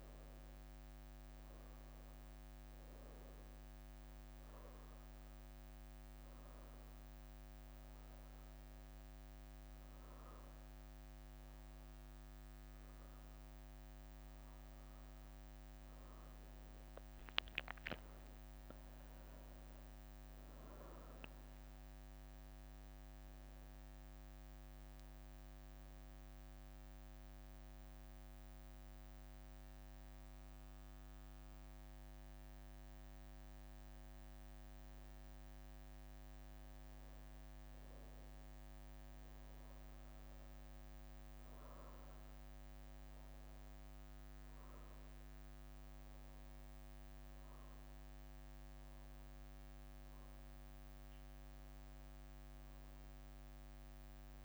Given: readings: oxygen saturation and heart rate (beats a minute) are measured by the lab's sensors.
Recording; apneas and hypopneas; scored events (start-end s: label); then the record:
breathing in sleep, hard to hear, by a microphone on the trachea; 1
1.00-3.00 s: leg movement (device-marked)
4.00-6.50 s: leg movement (device-marked)
6.00-23.00 s: oxygen desaturation (device-marked, oxygen 99% before, 94% lowest, heart rate 74 before, 69 extreme)
7.50-10.50 s: leg movement (device-marked)
11.00-13.50 s: leg movement (device-marked)
14.00-17.00 s: leg movement (device-marked)
17.00-21.00 s: arousal
17.50-21.00 s: leg movement (device-marked)
22.00-26.50 s: leg movement (device-marked)
24.00-35.00 s: hypopnea (oxygen 99% before, 93% lowest, heart rate 78 before, 69 extreme, up 4 after)
27.50-29.00 s: leg movement (device-marked)
35.00-38.00 s: arousal
44.00-54.45 s: oxygen desaturation (device-marked, oxygen 98% before, 94% lowest, heart rate 72 before, 70 extreme)
From the record:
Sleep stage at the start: N1 (lightest sleep); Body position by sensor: on the right side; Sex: female